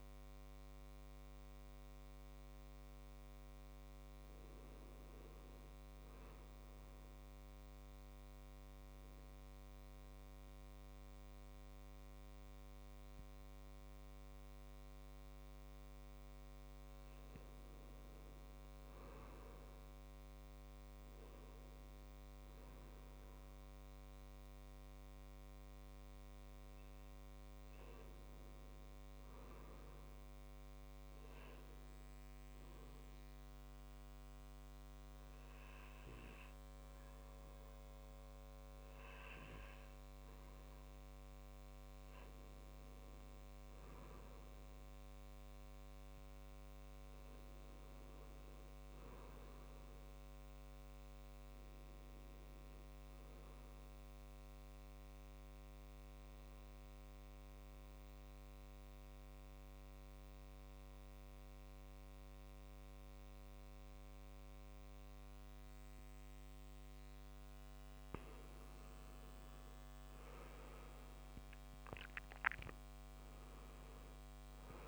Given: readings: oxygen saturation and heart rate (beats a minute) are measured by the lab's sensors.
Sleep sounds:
breathing in sleep, hard to hear, by a microphone on the trachea; 3
0.00-13.00 s: oxygen desaturation (device-marked, oxygen 91% lowest, heart rate 62 extreme)
8.00-18.00 s: obstructive apnea (oxygen 97% before, 91% lowest, heart rate 68 before, 62 extreme, up 4 after)
19.00-22.50 s: arousal
33.00-43.00 s: obstructive apnea (oxygen 97% before, 89% lowest, heart rate 65 before, 67 extreme, up 3 after)
45.00-48.00 s: arousal
55.00-67.50 s: obstructive apnea (oxygen 95% before, 89% lowest, heart rate 69 before, 67 extreme, up 8 after)
69.00-74.00 s: arousal
From the record:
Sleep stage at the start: N2 (light sleep); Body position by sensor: on the right side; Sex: male

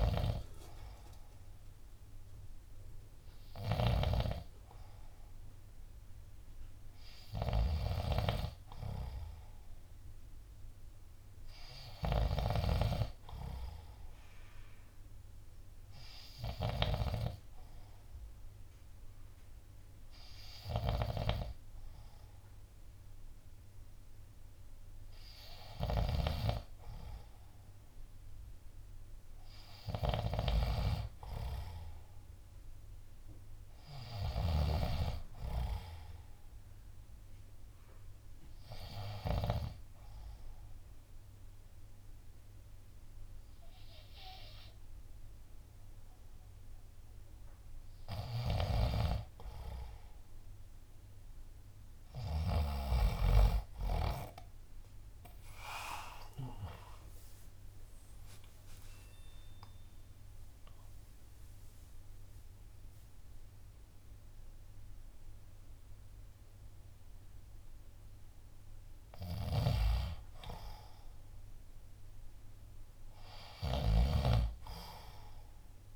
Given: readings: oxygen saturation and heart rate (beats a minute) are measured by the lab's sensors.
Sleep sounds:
breathing in sleep by a room microphone; 2
0.00-10.50 s: oxygen desaturation (device-marked, oxygen 89% lowest, heart rate 64 extreme)
0.00-13.00 s: snoring (device-marked)
13.50-27.50 s: hypopnea (oxygen 95% before, 88% lowest, heart rate 68 before, 63 extreme, up 3 after)
21.00-40.00 s: snoring (device-marked)
30.00-34.00 s: arousal
39.50-50.00 s: obstructive apnea (oxygen 92% before, 87% lowest, heart rate 66 before, 62 extreme, up 8 after)
43.50-56.50 s: oxygen desaturation (device-marked, oxygen 92% before, 88% lowest, heart rate 66 before, 62 extreme)
48.50-53.00 s: snoring (device-marked)
54.50-66.50 s: drop in pulse transit time (device-marked, heart rate 65 before, 68 extreme)
56.50-61.50 s: arousal
62.50-65.50 s: oxygen desaturation (device-marked, oxygen 93% before, 89% lowest, heart rate 68 before, 62 extreme)
69.50-75.96 s: snoring (device-marked)
From the record:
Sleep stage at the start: N2 (light sleep); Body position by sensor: on the left side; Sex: male

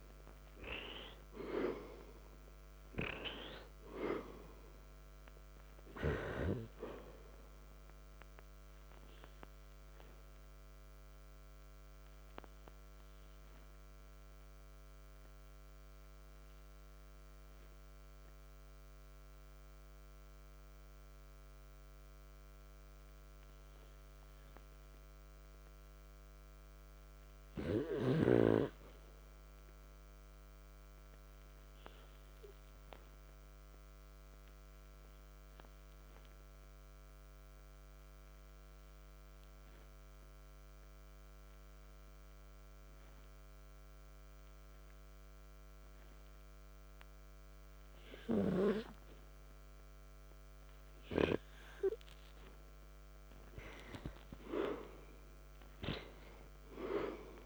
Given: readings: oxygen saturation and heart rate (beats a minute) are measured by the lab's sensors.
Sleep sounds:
breathing in sleep by a microphone on the trachea; 2
0.00-9.00 s: oxygen desaturation (device-marked, oxygen 90% lowest, heart rate 55 extreme)
15.50-27.50 s: obstructive apnea (oxygen 94% before, 85% lowest, heart rate 58 before, 53 extreme, up 0 after)
25.00-39.00 s: oxygen desaturation (device-marked, oxygen 91% before, 85% lowest, heart rate 59 before, 52 extreme)
30.00-34.00 s: arousal
38.50-53.00 s: hypopnea (oxygen 95% before, 86% lowest, heart rate 56 before, 52 extreme, up 6 after)
54.50-57.46 s: arousal
From the record:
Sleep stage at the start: N2 (light sleep); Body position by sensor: on the back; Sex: male

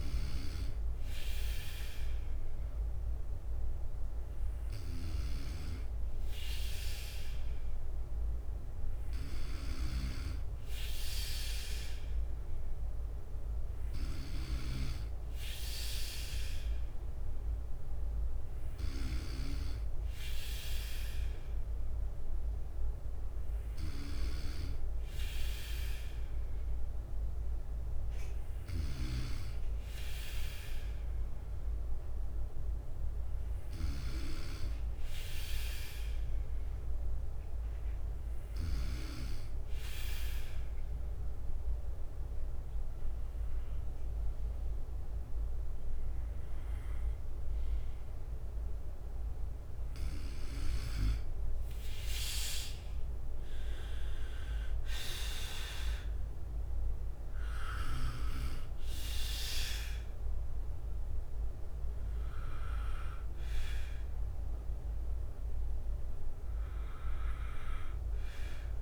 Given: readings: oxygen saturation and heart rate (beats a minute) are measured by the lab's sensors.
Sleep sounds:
breathing in sleep by a room microphone; 1
19.00-26.00 s: bradycardia (device-marked, heart rate 61 before, 59 extreme)
38.00-49.00 s: obstructive apnea (oxygen 93% before, 89% lowest, heart rate 60 before, 57 extreme, up 3 after)
46.00-50.00 s: bradycardia (device-marked, heart rate 61 before, 59 extreme)
54.00-57.50 s: arousal
54.00-68.00 s: drop in pulse transit time (device-marked, heart rate 60 before, 57 extreme)
61.00-68.82 s: oxygen desaturation (device-marked, oxygen 92% before, 89% lowest, heart rate 61 before, 57 extreme)
62.00-68.82 s: bradycardia (device-marked, heart rate 61 before, 57 extreme)
62.00-68.82 s: new sleep stage, N2 (light sleep)
From the record:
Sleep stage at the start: N3 (deep sleep); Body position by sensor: on the right side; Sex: male

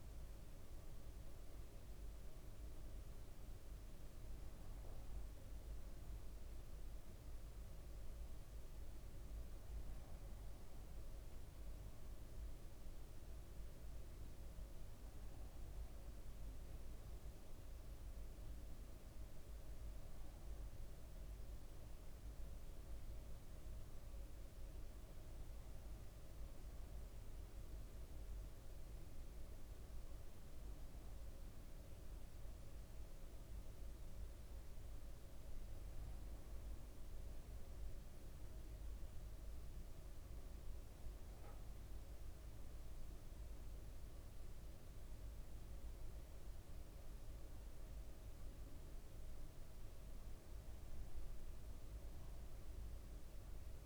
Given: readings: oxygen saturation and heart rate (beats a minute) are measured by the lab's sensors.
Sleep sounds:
breathing in sleep, hard to hear, by a room microphone; none
none scored
From the record:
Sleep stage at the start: N1 (lightest sleep); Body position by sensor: on the right side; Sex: male

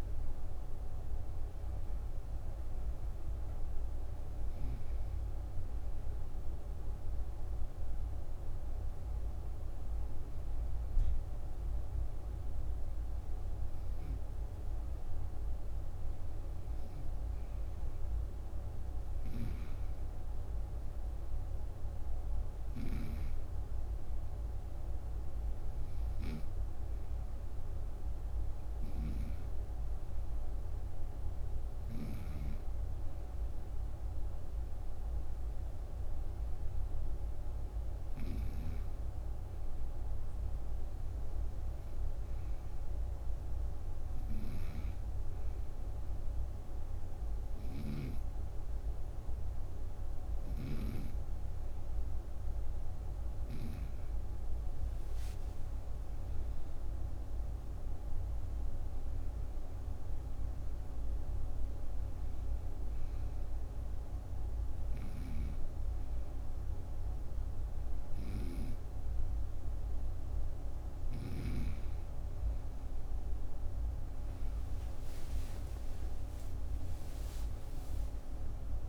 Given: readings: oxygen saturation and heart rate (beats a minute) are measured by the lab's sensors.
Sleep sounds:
breathing in sleep by a room microphone; none
0.00-22.50 s: oxygen desaturation (device-marked, oxygen 92% lowest, heart rate 61 extreme)
37.50-78.88 s: new sleep stage, N2 (light sleep)
75.50-78.88 s: arousal
From the record:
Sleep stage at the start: N1 (lightest sleep); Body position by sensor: on the right side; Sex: female

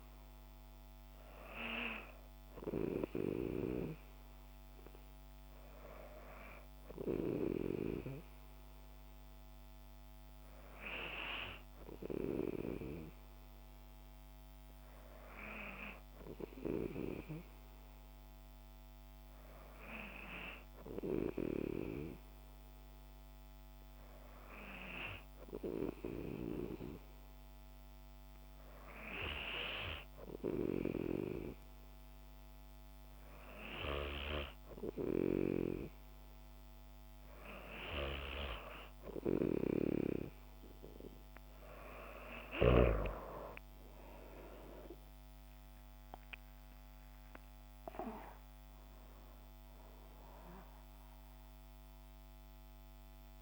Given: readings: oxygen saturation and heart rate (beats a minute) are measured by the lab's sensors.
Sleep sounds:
breathing in sleep by a microphone on the trachea; 1
22.50-37.00 s: hypopnea (oxygen 96% before, 93% lowest, heart rate 60 before, 58 extreme, up 5 after)
38.00-41.00 s: arousal
From the record:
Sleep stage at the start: N2 (light sleep); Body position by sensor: on the back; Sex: female

